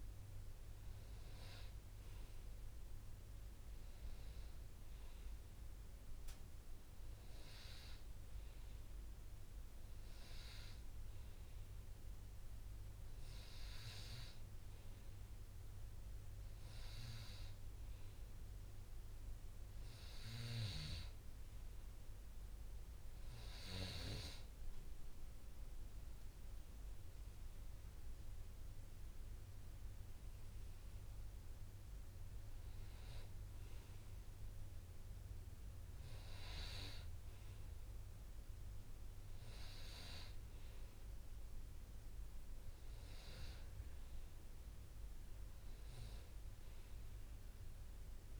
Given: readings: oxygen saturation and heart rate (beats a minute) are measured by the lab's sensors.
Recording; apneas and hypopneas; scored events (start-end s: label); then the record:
breathing in sleep by a room microphone; none
none scored
From the record:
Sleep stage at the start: N2 (light sleep); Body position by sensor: on the right side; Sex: male